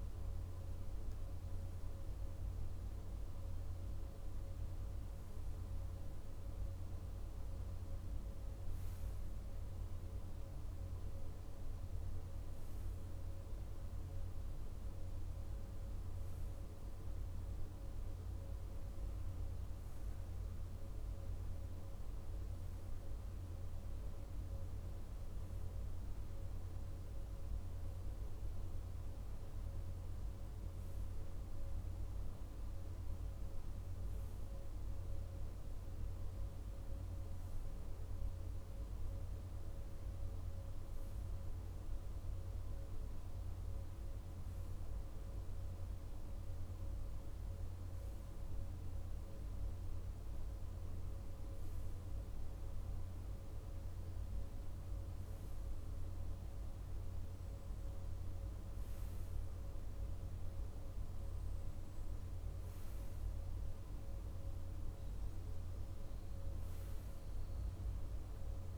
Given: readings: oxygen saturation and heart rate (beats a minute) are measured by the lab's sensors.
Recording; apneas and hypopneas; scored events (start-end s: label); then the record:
breathing in sleep, hard to hear, by a room microphone; none
none scored
From the record:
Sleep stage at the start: REM sleep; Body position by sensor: on the right side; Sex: male